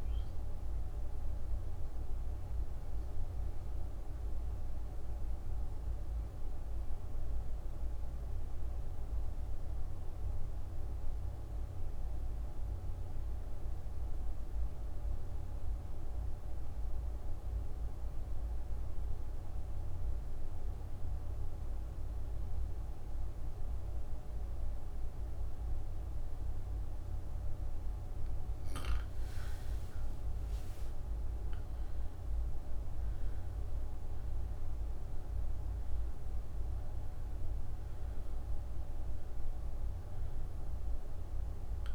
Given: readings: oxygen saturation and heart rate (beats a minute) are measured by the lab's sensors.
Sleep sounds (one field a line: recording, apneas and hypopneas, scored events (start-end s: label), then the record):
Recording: breathing in sleep, hard to hear, by a room microphone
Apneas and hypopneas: 1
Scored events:
0.00-13.50 s: oxygen desaturation (device-marked, oxygen 88% lowest)
1.50-28.50 s: obstructive apnea (oxygen 98% before, 83% lowest)
24.50-41.95 s: oxygen desaturation (device-marked, oxygen 98% before, 83% lowest)
29.50-34.00 s: arousal
From the record:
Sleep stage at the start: N2 (light sleep)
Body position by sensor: on the back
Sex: female